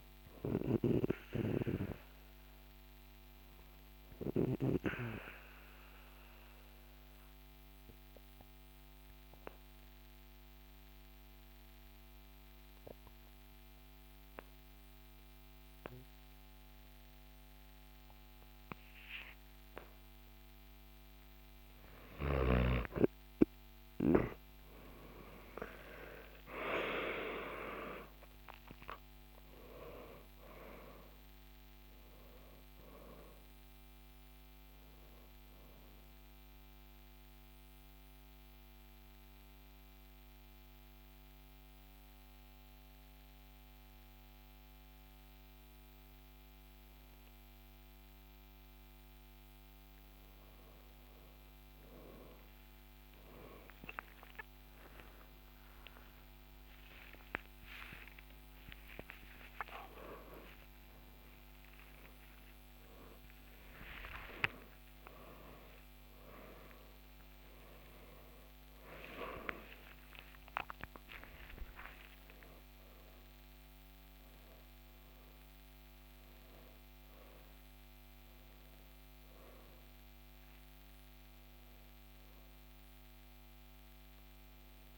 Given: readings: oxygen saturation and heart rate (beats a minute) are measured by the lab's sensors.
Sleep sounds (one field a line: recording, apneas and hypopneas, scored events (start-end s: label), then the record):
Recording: a person partly awake in a sleep study, by a microphone on the trachea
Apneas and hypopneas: 2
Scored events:
4.50-21.50 s: obstructive apnea (oxygen 98% before, 89% lowest, heart rate 58 before, 48 extreme)
13.50-43.50 s: new sleep stage, N1 (lightest sleep)
21.50-28.50 s: oxygen desaturation (device-marked, oxygen 98% before, 94% lowest, heart rate 50 before, 49 extreme)
25.50-30.00 s: arousal
36.00-49.50 s: mixed apnea (oxygen 98% before, 89% lowest, heart rate 75 before, 49 extreme)
43.50-84.97 s: new sleep stage, awake
54.50-59.50 s: oxygen desaturation (device-marked, oxygen 97% before, 94% lowest, heart rate 58 before, 69 extreme)
68.50-73.50 s: oxygen desaturation (device-marked, oxygen 97% before, 89% lowest, heart rate 132 before, 64 extreme)
From the record:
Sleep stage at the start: N2 (light sleep)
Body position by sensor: on the back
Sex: male